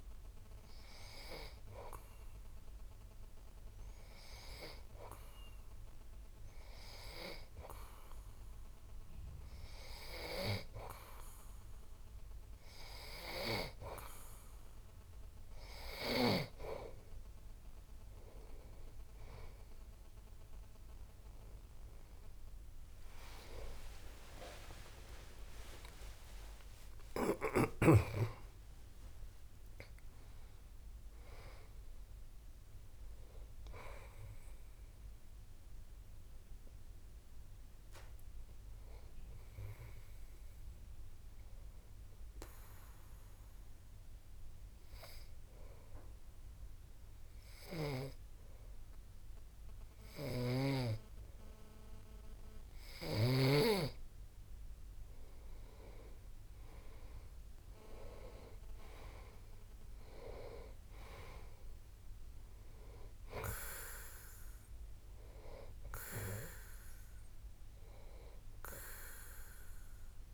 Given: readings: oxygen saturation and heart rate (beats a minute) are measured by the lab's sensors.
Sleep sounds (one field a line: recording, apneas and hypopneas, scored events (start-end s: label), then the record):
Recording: breathing in sleep by a room microphone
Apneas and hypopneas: 1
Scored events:
23.50-29.00 s: arousal
42.00-54.00 s: obstructive apnea (oxygen 93% before, 91% lowest)
47.50-51.00 s: snoring (device-marked)
57.50-61.50 s: arousal
64.50-70.34 s: oxygen desaturation (device-marked, oxygen 96% before, 91% lowest)
From the record:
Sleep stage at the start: N2 (light sleep)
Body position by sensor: on the back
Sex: male